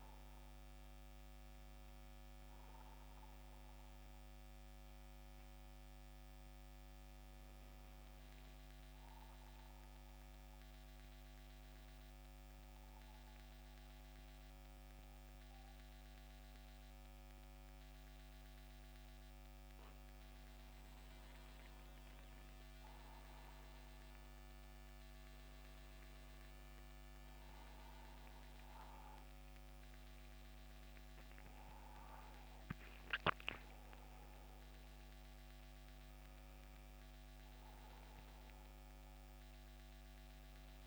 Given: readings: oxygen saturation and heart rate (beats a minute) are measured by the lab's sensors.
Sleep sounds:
breathing in sleep, hard to hear, by a microphone on the trachea; 1
0.00-12.00 s: oxygen desaturation (device-marked, oxygen 90% lowest, heart rate 74 extreme)
8.50-19.50 s: hypopnea (oxygen 94% before, 89% lowest, heart rate 81 before, 75 extreme, up 13 after)
28.50-33.50 s: arousal
30.00-40.87 s: oxygen desaturation (device-marked, oxygen 93% before, 89% lowest, heart rate 79 before, 69 extreme)
From the record:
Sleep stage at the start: N2 (light sleep); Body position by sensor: on the back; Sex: male

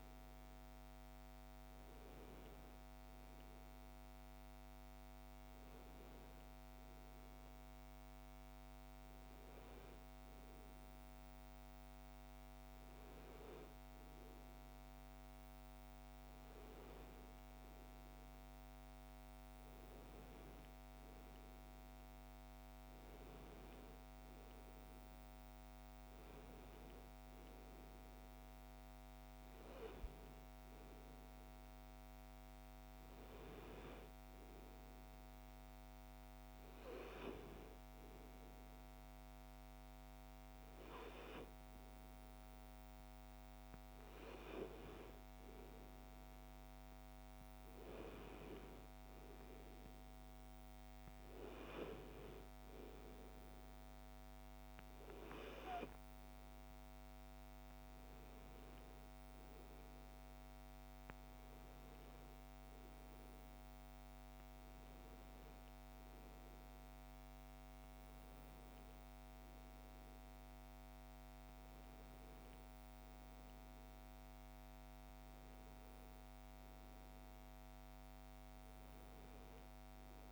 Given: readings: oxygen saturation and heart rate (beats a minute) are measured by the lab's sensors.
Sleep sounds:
a person awake in a sleep study, by a microphone on the trachea; none
none scored
From the record:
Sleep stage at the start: awake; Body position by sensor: on the back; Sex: female

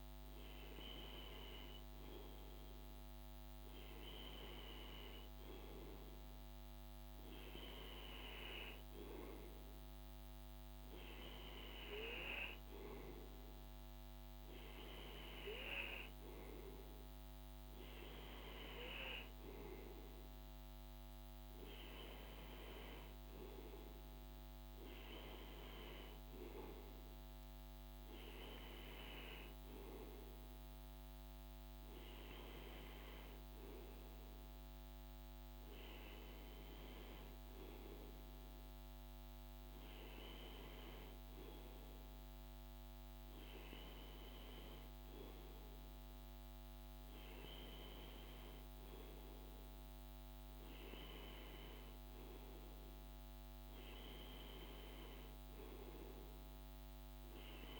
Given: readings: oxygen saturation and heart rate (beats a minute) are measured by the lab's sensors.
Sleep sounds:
breathing in sleep by a microphone on the trachea; none
none scored
From the record:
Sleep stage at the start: N2 (light sleep); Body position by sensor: on the right side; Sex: male

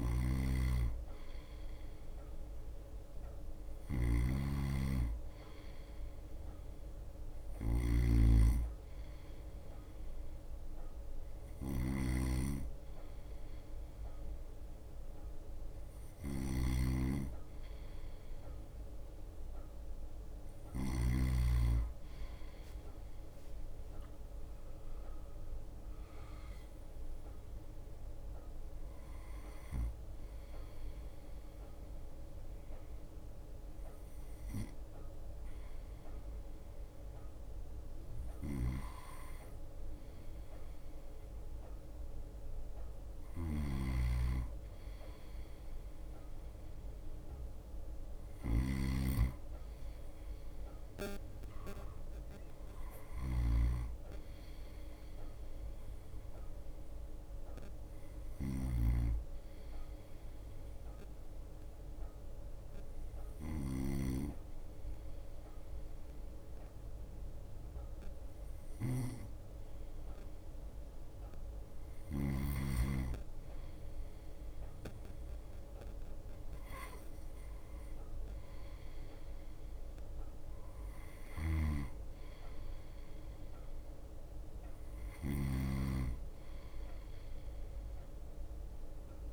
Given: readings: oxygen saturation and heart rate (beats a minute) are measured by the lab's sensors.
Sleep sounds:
breathing in sleep by a room microphone; 2
0.00-21.50 s: snoring (device-marked)
0.00-23.00 s: bradycardia (device-marked, heart rate 55 extreme)
24.00-37.00 s: drop in pulse transit time (device-marked, heart rate 58 before, 57 extreme)
26.00-49.00 s: bradycardia (device-marked, heart rate 57 before, 57 extreme)
27.50-38.00 s: hypopnea (oxygen 93% before, 92% lowest, heart rate 58 before, 57 extreme, up 2 after)
38.50-72.50 s: snoring (device-marked)
54.00-89.33 s: bradycardia (device-marked, heart rate 57 before, 56 extreme)
56.00-68.50 s: hypopnea (oxygen 94% before, 92% lowest, heart rate 58 before, 56 extreme, up 2 after)
81.50-89.33 s: snoring (device-marked)
From the record:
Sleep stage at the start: N2 (light sleep); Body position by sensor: on the right side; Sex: male

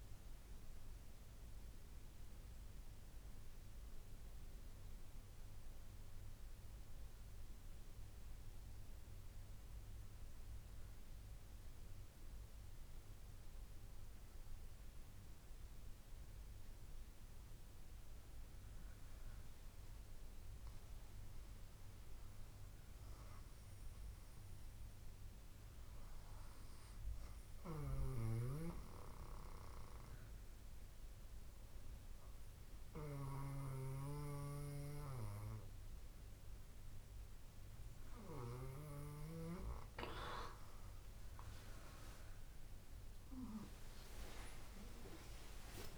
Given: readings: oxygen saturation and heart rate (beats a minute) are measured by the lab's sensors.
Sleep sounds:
breathing in sleep by a room microphone; 1
4.50-20.50 s: mixed apnea (oxygen 98% before, 96% lowest)
22.00-24.50 s: arousal
From the record:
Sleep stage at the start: N2 (light sleep); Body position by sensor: on the back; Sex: female

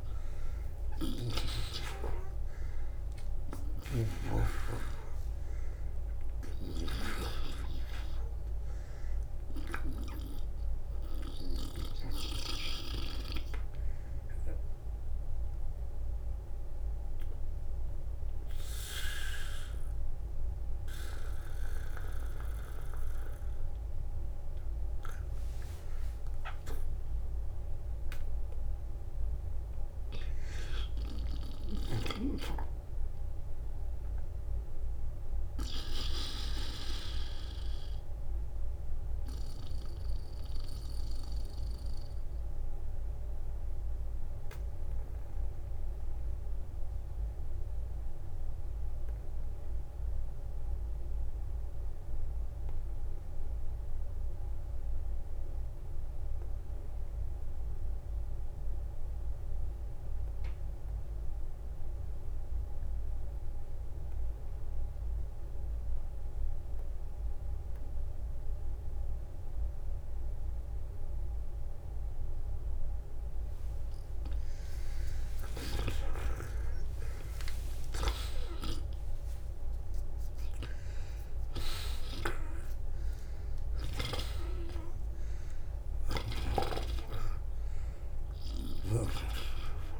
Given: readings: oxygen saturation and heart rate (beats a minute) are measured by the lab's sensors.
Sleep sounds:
breathing in sleep by a room microphone; 2
0.00-9.50 s: snoring (device-marked)
3.00-38.00 s: oxygen desaturation (device-marked, oxygen 92% before, 84% lowest, heart rate 84 before, 44 extreme)
14.50-28.00 s: mixed apnea (oxygen 94% before, 84% lowest, heart rate 94 before, 48 extreme, up 7 after)
30.00-34.00 s: arousal
35.50-37.50 s: long interval between heartbeats (device-marked, heart rate 64 before, 65 extreme)
38.50-74.00 s: obstructive apnea (oxygen 94% before, 75% lowest, heart rate 64 before, 44 extreme, up 14 after)
40.50-42.50 s: long interval between heartbeats (device-marked, heart rate 64 before, 65 extreme)
77.50-79.50 s: long interval between heartbeats (device-marked, heart rate 54 before, 61 extreme)
77.50-82.00 s: arousal
88.00-90.00 s: snoring (device-marked)
From the record:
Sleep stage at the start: N2 (light sleep); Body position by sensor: on the back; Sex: male

